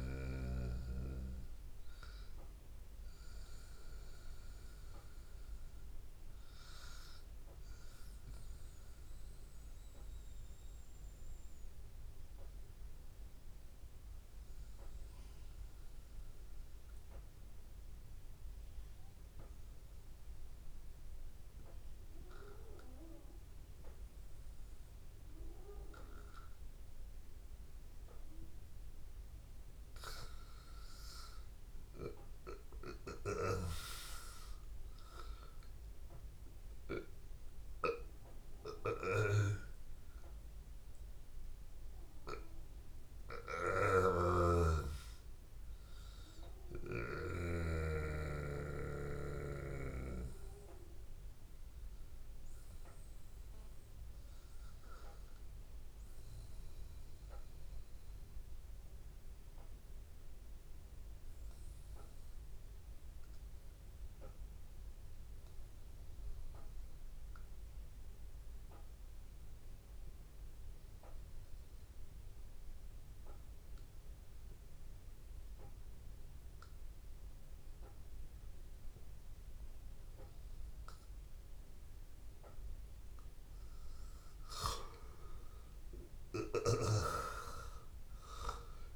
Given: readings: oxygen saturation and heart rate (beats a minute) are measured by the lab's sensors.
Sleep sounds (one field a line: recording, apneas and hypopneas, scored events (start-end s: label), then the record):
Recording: breathing in sleep by a room microphone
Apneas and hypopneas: 2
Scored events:
0.00-11.00 s: oxygen desaturation (device-marked, oxygen 93% lowest, heart rate 80 extreme)
8.00-27.50 s: hypopnea (oxygen 97% before, 96% lowest, heart rate 82 before, 71 extreme, up 0 after)
30.50-34.50 s: arousal
44.00-48.00 s: snoring (device-marked)
57.50-83.50 s: obstructive apnea (oxygen 98% before, 93% lowest, heart rate 76 before, 80 extreme, up 5 after)
73.00-88.96 s: oxygen desaturation (device-marked, oxygen 99% before, 93% lowest, heart rate 77 before, 81 extreme)
85.50-88.96 s: arousal
From the record:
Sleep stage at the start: N2 (light sleep)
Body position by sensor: on the back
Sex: male